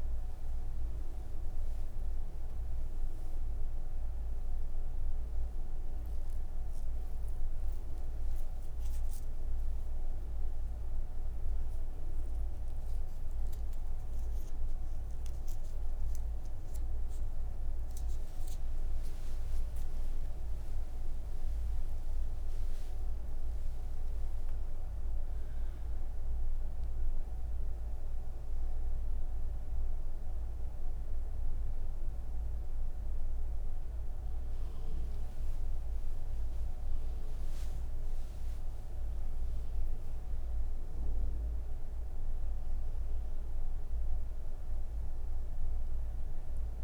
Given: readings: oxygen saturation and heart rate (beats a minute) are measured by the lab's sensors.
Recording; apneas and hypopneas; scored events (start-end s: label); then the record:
breathing in sleep, hard to hear, by a room microphone; none
none scored
From the record:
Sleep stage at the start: N3 (deep sleep); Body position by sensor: on the right side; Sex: female